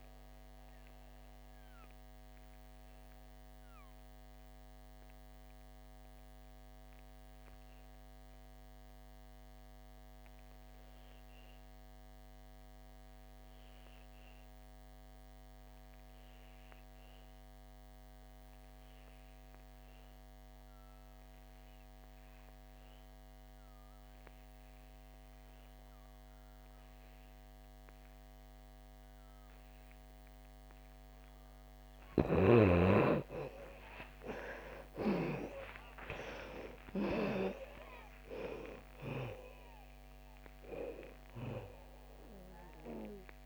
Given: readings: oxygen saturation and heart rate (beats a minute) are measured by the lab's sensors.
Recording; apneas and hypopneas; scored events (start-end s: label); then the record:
breathing in sleep by a microphone on the trachea; 1
0.00-18.00 s: oxygen desaturation (device-marked, oxygen 98% before, 79% lowest, heart rate 62 before, 54 extreme)
0.50-30.00 s: obstructive apnea (oxygen 98% before, 75% lowest, heart rate 82 before, 54 extreme, up 43 after)
23.00-41.00 s: oxygen desaturation (device-marked, oxygen 98% before, 84% lowest, heart rate 60 before, 55 extreme)
33.50-38.50 s: arousal
From the record:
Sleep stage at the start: N2 (light sleep); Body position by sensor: on the back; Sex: female